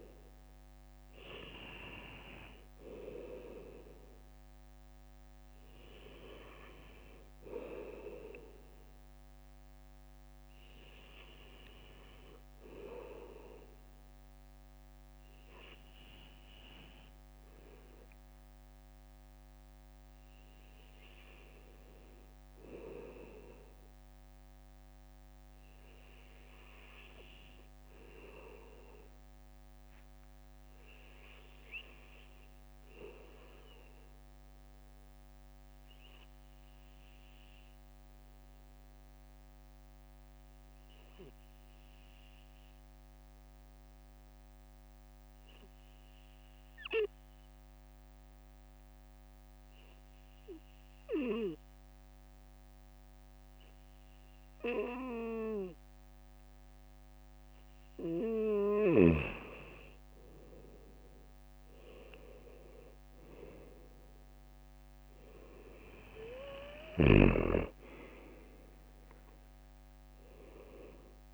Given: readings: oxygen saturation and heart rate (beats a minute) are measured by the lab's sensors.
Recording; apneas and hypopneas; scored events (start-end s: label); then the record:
breathing in sleep by a microphone on the trachea; 1
0.00-32.50 s: bradycardia (device-marked, heart rate 57 extreme)
34.50-58.50 s: bradycardia (device-marked, heart rate 59 before, 58 extreme)
36.00-56.50 s: obstructive apnea (oxygen 98% before, 94% lowest, heart rate 59 before, 58 extreme, up 2 after)
59.50-62.50 s: arousal
From the record:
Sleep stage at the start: N2 (light sleep); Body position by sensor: on the back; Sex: male